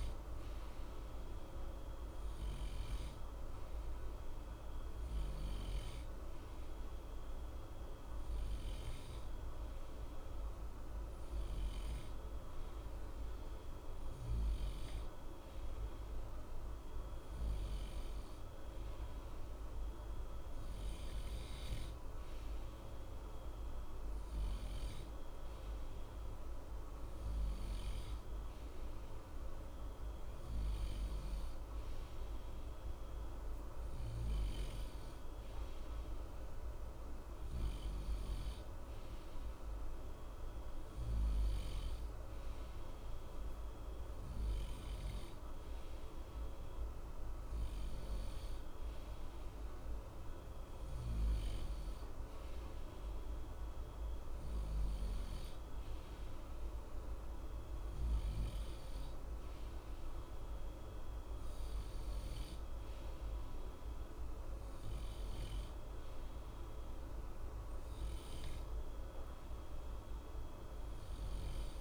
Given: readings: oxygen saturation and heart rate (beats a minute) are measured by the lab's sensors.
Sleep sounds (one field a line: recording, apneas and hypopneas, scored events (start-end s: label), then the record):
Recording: breathing in sleep, hard to hear, by a room microphone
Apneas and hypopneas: none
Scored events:
none scored
From the record:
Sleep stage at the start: N2 (light sleep)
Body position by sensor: on the right side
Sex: male